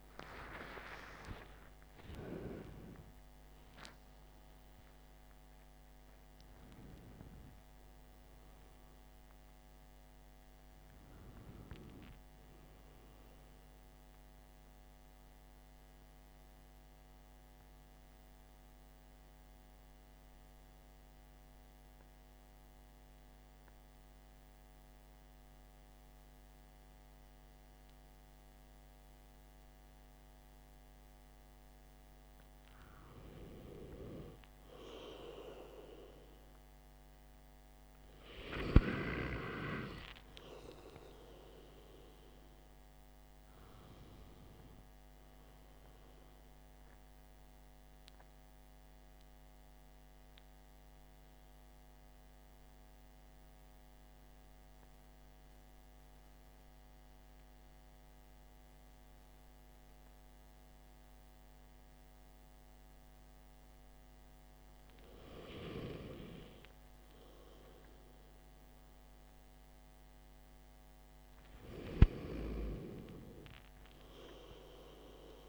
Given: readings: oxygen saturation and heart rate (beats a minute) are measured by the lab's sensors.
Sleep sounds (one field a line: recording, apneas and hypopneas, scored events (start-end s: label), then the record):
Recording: breathing in sleep by a microphone on the trachea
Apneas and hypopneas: 2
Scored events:
0.00-16.00 s: oxygen desaturation (device-marked, oxygen 89% lowest, heart rate 52 extreme)
20.00-31.00 s: obstructive apnea (oxygen 93% before, 88% lowest, heart rate 71 before, 49 extreme, up 14 after)
24.00-33.00 s: oxygen desaturation (device-marked, oxygen 91% before, 88% lowest, heart rate 71 before, 49 extreme)
35.00-39.00 s: arousal
53.50-64.50 s: central apnea (oxygen 98% before, 95% lowest, heart rate 57 before, 49 extreme, up 8 after)
65.50-68.50 s: arousal
From the record:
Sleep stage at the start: N2 (light sleep)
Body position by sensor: on the back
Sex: male